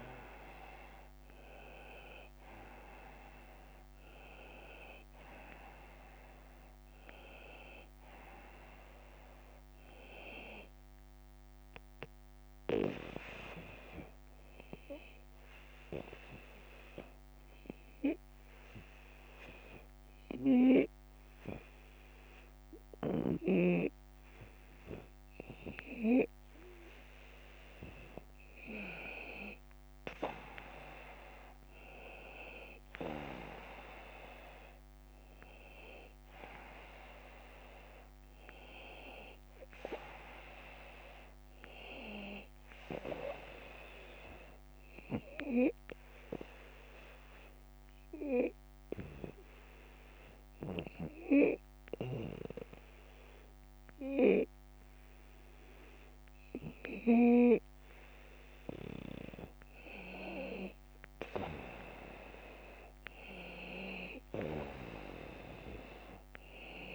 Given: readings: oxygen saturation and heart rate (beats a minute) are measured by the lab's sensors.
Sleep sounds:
breathing in sleep by a microphone on the trachea; 2
0.00-1.50 s: arousal
0.00-2.00 s: long interval between heartbeats (device-marked)
0.00-22.00 s: oxygen desaturation (device-marked, oxygen 94% before, 90% lowest)
13.50-25.00 s: obstructive apnea (oxygen 94% before, 90% lowest)
27.00-32.50 s: arousal
35.00-48.00 s: oxygen desaturation (device-marked, oxygen 95% before, 91% lowest)
46.00-57.50 s: obstructive apnea (oxygen 95% before, 91% lowest)
60.00-65.00 s: arousal
From the record:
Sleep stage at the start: N2 (light sleep); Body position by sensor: on the right side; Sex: male

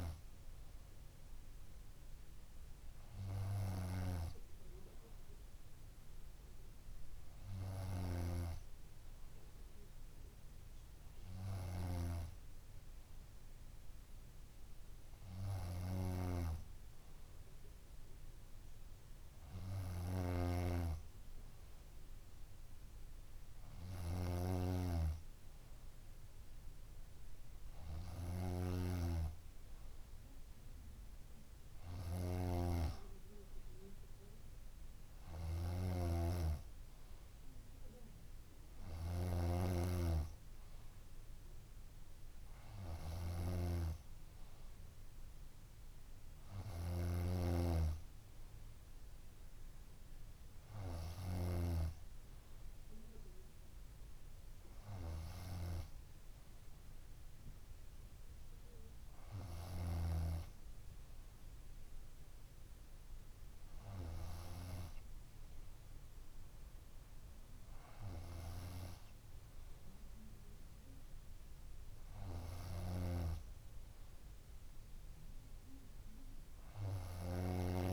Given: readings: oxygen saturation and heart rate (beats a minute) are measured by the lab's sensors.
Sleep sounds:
breathing in sleep by a room microphone; none
20.50-52.00 s: snoring (device-marked)
55.00-57.00 s: bradycardia (device-marked, heart rate 63 before, 60 extreme)
73.00-77.93 s: snoring (device-marked)
From the record:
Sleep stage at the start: N2 (light sleep); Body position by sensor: on the front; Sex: female

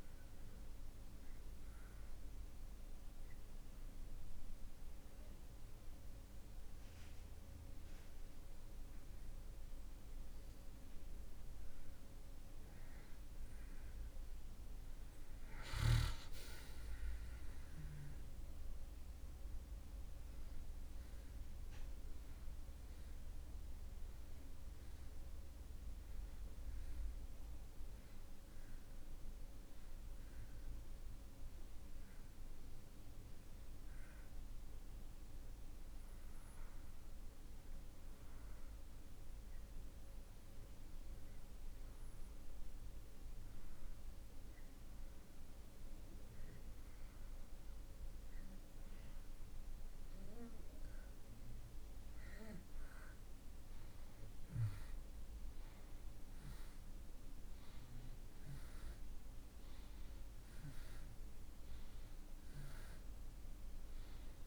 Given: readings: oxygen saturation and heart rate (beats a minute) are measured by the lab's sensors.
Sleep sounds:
breathing in sleep, hard to hear, by a room microphone; 2
0.50-11.50 s: obstructive apnea (oxygen 92% before, 84% lowest)
17.50-22.00 s: arousal
23.00-45.00 s: oxygen desaturation (device-marked, oxygen 93% before, 84% lowest)
36.50-51.50 s: obstructive apnea (oxygen 94% before, 83% lowest)
54.50-60.00 s: arousal
59.00-64.46 s: oxygen desaturation (device-marked, oxygen 95% before, 83% lowest)
From the record:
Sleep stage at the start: N2 (light sleep); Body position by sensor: on the back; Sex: male

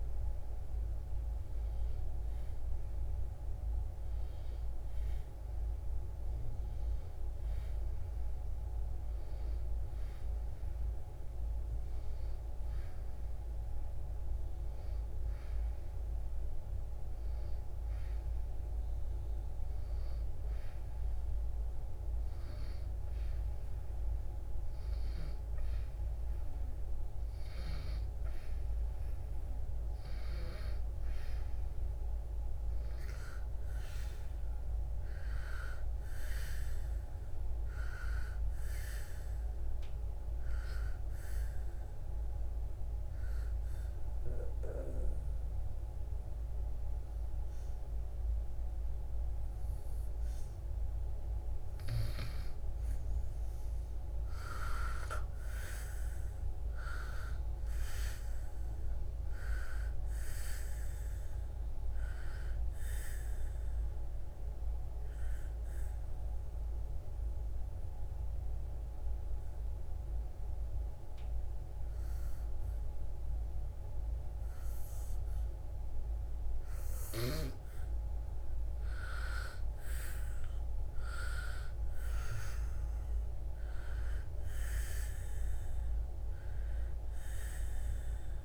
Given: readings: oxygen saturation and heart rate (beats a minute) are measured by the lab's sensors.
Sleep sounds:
breathing in sleep by a room microphone; 2
14.50-88.45 s: new sleep stage, N2 (light sleep)
29.50-47.50 s: oxygen desaturation (device-marked, oxygen 93% before, 90% lowest, heart rate 69 before, 63 extreme)
41.00-51.00 s: obstructive apnea (oxygen 93% before, 88% lowest, heart rate 69 before, 62 extreme, up 4 after)
54.00-57.50 s: arousal
57.50-72.50 s: oxygen desaturation (device-marked, oxygen 95% before, 89% lowest, heart rate 68 before, 62 extreme)
63.50-77.50 s: obstructive apnea (oxygen 95% before, 87% lowest, heart rate 68 before, 61 extreme, up 7 after)
80.00-83.50 s: arousal
83.50-88.45 s: oxygen desaturation (device-marked, oxygen 96% before, 88% lowest, heart rate 66 before, 60 extreme)
From the record:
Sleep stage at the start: N1 (lightest sleep); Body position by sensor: on the back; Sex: female

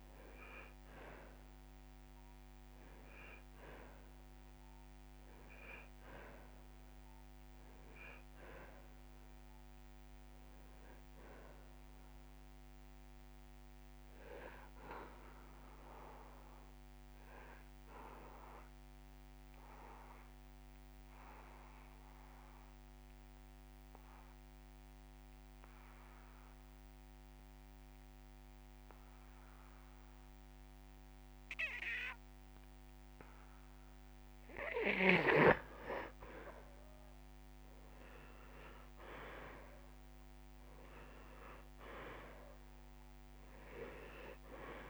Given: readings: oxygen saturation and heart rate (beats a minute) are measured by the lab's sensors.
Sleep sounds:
breathing in sleep by a microphone on the trachea; 1
0.00-11.50 s: oxygen desaturation (device-marked, oxygen 92% lowest)
11.00-14.50 s: arousal
17.00-34.00 s: mixed apnea (oxygen 98% before, 86% lowest)
36.50-44.90 s: oxygen desaturation (device-marked, oxygen 98% before, 86% lowest)
37.00-41.00 s: arousal
From the record:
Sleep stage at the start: N2 (light sleep); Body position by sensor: on the back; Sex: male

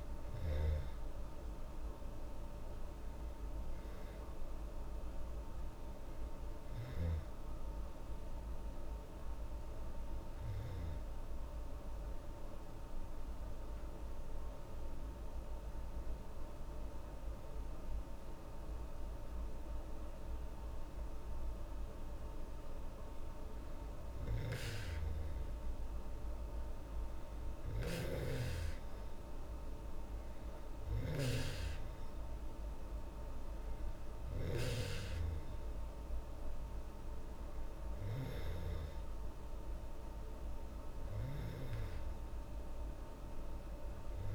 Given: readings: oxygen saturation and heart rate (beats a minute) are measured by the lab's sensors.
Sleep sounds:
breathing in sleep by a room microphone; none
0.00-16.50 s: oxygen desaturation (device-marked, oxygen 94% lowest, heart rate 76 extreme)
1.00-4.50 s: arousal
27.00-34.50 s: snoring (device-marked)
From the record:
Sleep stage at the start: N2 (light sleep); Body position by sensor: on the back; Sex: female

